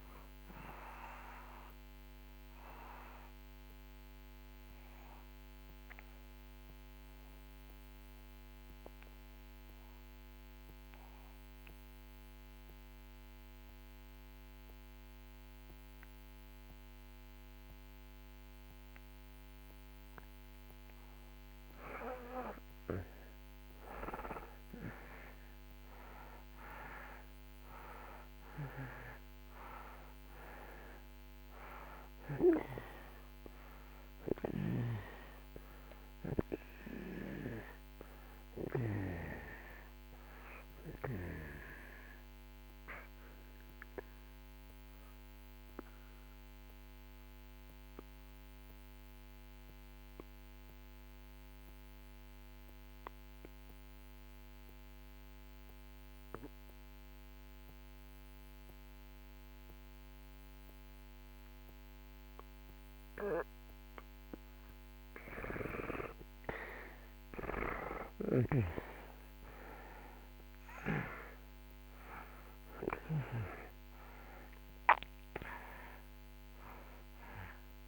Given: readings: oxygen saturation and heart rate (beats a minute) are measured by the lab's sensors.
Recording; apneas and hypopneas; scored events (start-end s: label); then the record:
breathing in sleep by a microphone on the trachea; 2
0.00-20.00 s: oxygen desaturation (device-marked, oxygen 79% lowest)
2.50-19.50 s: mixed apnea (oxygen 97% before, 79% lowest)
22.00-27.50 s: arousal
31.00-58.00 s: oxygen desaturation (device-marked, oxygen 96% before, 79% lowest)
45.00-63.00 s: obstructive apnea (oxygen 96% before, 78% lowest)
65.50-69.50 s: arousal
68.00-77.88 s: oxygen desaturation (device-marked, oxygen 96% before, 78% lowest)
From the record:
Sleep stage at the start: N2 (light sleep); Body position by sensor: on the back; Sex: male